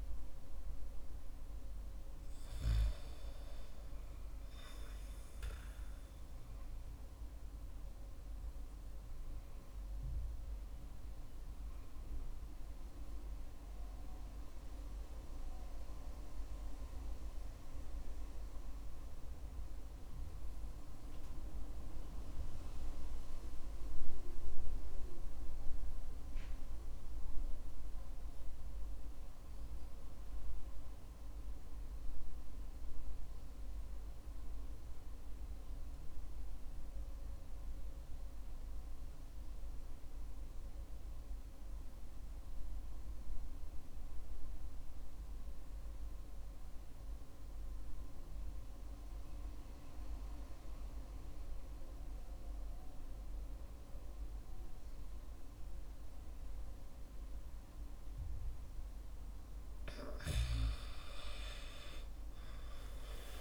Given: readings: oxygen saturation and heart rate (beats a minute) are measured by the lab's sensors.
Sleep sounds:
breathing in sleep by a room microphone; 1
9.50-59.00 s: mixed apnea (oxygen 98% before, 92% lowest, heart rate 58 before, 46 extreme, up 22 after)
15.50-24.50 s: oxygen desaturation (device-marked, oxygen 97% before, 94% lowest, heart rate 56 before, 49 extreme)
62.00-63.41 s: arousal
From the record:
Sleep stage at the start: REM sleep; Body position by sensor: on the back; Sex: male

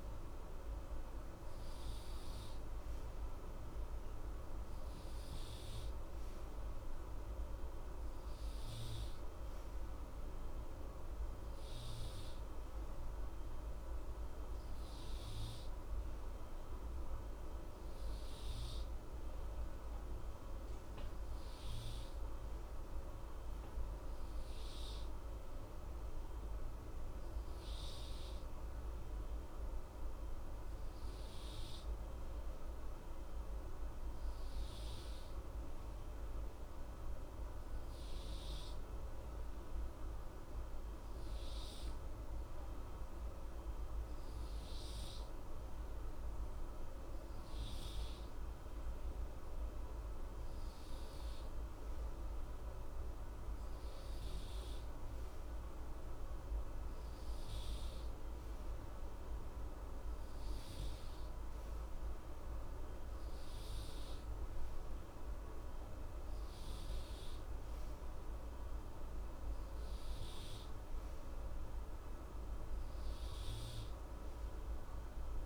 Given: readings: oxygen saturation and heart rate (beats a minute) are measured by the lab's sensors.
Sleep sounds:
breathing in sleep, hard to hear, by a room microphone; 1
20.00-24.00 s: arousal
26.50-46.00 s: hypopnea (oxygen 94% before, 93% lowest, heart rate 60 before, 60 extreme, up 2 after)
47.50-52.00 s: arousal
From the record:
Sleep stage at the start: N2 (light sleep); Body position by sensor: on the right side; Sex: male

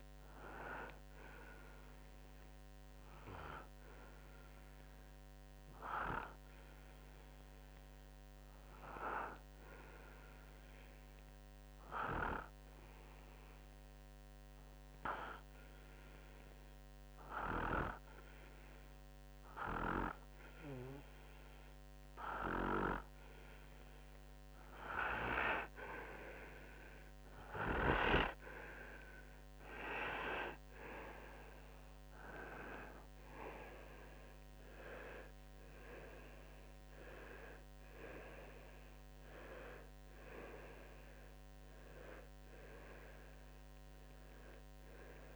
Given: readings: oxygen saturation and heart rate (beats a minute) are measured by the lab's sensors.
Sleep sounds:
breathing in sleep by a microphone on the trachea; 1
0.00-11.50 s: oxygen desaturation (device-marked, oxygen 93% lowest, heart rate 56 extreme)
4.50-23.50 s: obstructive apnea (oxygen 97% before, 93% lowest, heart rate 58 before, 57 extreme, up 3 after)
25.50-29.00 s: arousal
35.50-45.36 s: oxygen desaturation (device-marked, oxygen 96% before, 93% lowest, heart rate 59 before, 58 extreme)
From the record:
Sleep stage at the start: N2 (light sleep); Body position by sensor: on the right side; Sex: male

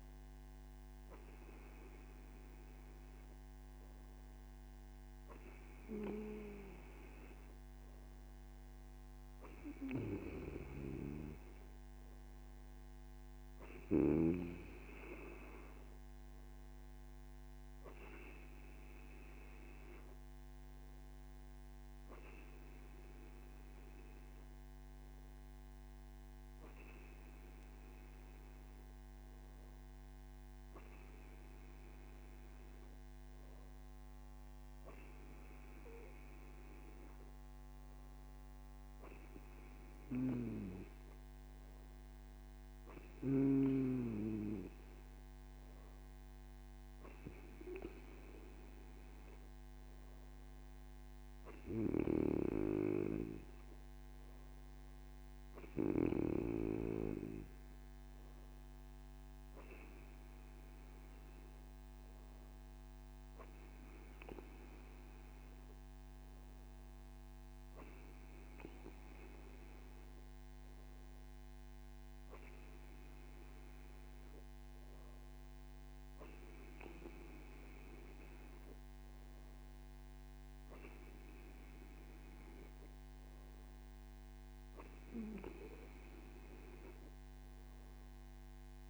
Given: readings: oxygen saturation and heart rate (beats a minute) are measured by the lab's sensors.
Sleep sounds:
breathing in sleep by a microphone on the trachea; none
none scored
From the record:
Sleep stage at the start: N1 (lightest sleep); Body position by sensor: on the right side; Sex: male

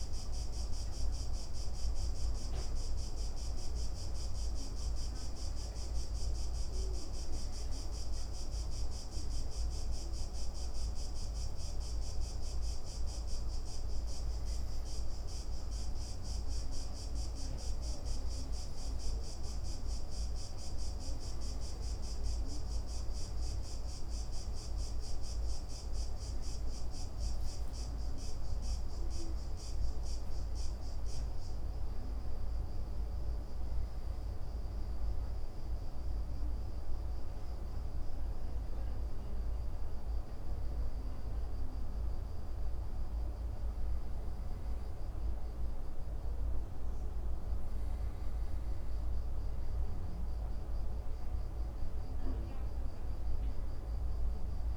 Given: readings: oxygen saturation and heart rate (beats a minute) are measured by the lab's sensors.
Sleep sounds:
breathing in sleep, hard to hear, by a room microphone; 2
0.00-2.00 s: arousal
6.50-21.50 s: oxygen desaturation (device-marked, oxygen 95% before, 91% lowest)
8.50-19.50 s: obstructive apnea (oxygen 95% before, 91% lowest)
23.00-27.50 s: arousal
29.50-45.50 s: oxygen desaturation (device-marked, oxygen 96% before, 91% lowest)
35.00-47.50 s: obstructive apnea (oxygen 96% before, 91% lowest)
49.50-54.00 s: arousal
From the record:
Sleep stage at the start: N2 (light sleep); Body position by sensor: on the back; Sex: male

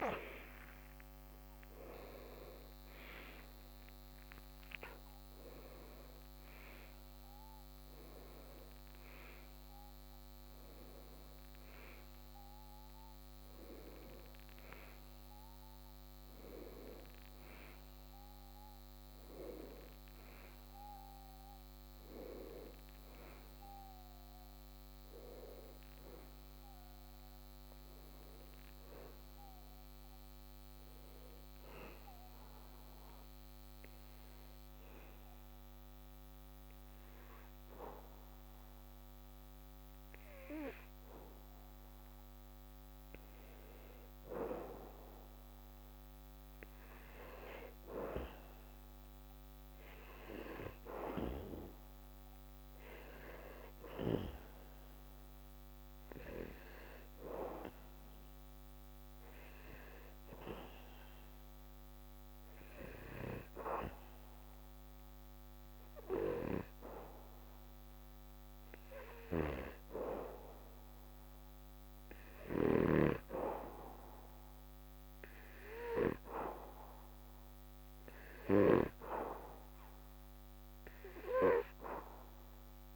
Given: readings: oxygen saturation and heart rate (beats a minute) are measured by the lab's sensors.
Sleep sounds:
a person partly awake in a sleep study, by a microphone on the trachea; 1
7.50-37.50 s: new sleep stage, N1 (lightest sleep)
30.50-44.50 s: obstructive apnea (oxygen 99% before, 92% lowest, heart rate 84 before, 73 extreme, up 1 after)
37.50-82.96 s: new sleep stage, N2 (light sleep)
48.50-53.00 s: arousal
55.50-74.50 s: oxygen desaturation (device-marked, oxygen 97% before, 93% lowest, heart rate 75 before, 74 extreme)
From the record:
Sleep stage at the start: awake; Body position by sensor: on the back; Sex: male

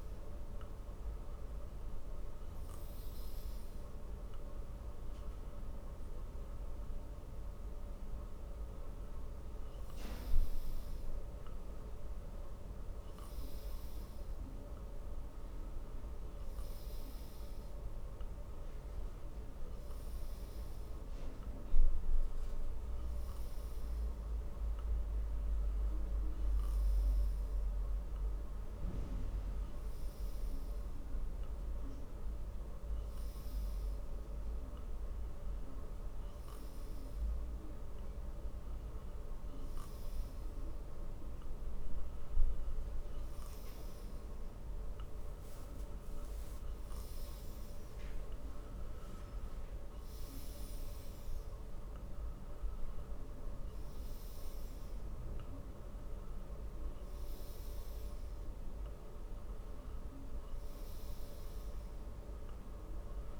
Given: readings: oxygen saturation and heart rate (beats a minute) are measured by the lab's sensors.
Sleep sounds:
breathing in sleep, hard to hear, by a room microphone; none
58.50-63.39 s: new sleep stage, N2 (light sleep)
From the record:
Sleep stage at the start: N1 (lightest sleep); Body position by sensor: on the back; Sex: male

